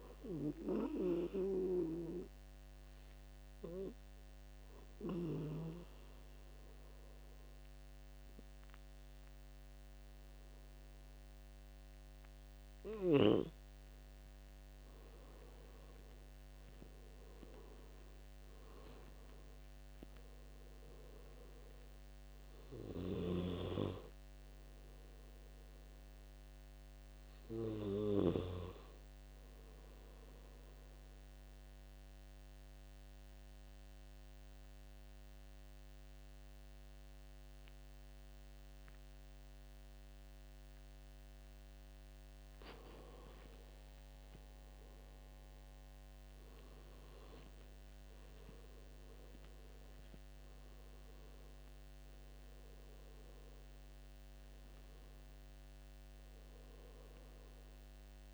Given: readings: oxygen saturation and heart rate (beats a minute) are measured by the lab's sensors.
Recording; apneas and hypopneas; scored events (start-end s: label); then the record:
breathing in sleep by a microphone on the trachea; 2
2.50-13.50 s: obstructive apnea (oxygen 97% before, 91% lowest, heart rate 78 before, 68 extreme, up 10 after)
15.50-19.00 s: arousal
25.50-41.50 s: oxygen desaturation (device-marked, oxygen 97% before, 92% lowest, heart rate 81 before, 68 extreme)
31.00-42.00 s: obstructive apnea (oxygen 97% before, 91% lowest, heart rate 81 before, 69 extreme, up 13 after)
43.50-48.00 s: arousal
49.50-58.34 s: oxygen desaturation (device-marked, oxygen 98% before, 91% lowest, heart rate 75 before, 67 extreme)
From the record:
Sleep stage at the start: N2 (light sleep); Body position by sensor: on the right side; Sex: male